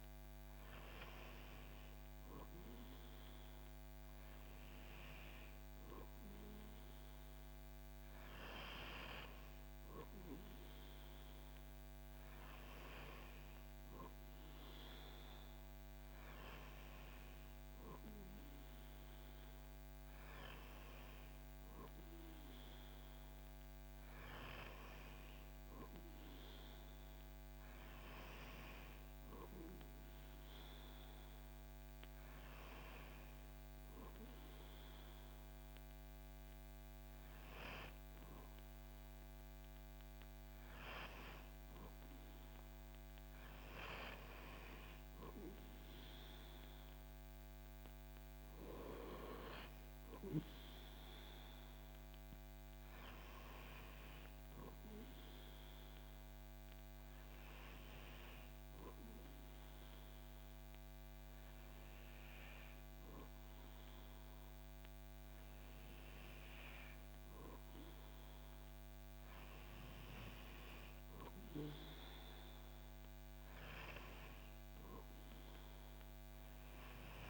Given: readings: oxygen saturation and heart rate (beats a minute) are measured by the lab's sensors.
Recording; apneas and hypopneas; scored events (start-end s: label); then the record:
breathing in sleep by a microphone on the trachea; none
none scored
From the record:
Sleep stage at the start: N2 (light sleep); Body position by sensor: on the back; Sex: male